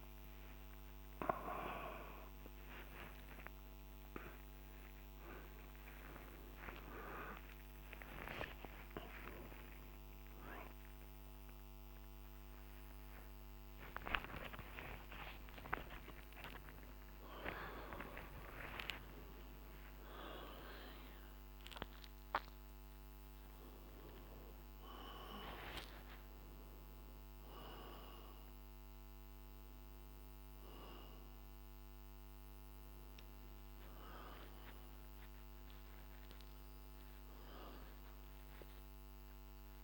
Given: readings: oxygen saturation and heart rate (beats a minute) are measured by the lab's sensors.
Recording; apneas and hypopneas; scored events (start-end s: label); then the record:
a person awake in a sleep study, by a microphone on the trachea; none
0.00-18.50 s: oxygen desaturation (device-marked, oxygen 88% lowest, heart rate 55 extreme)
From the record:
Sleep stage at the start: awake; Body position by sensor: on the back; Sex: male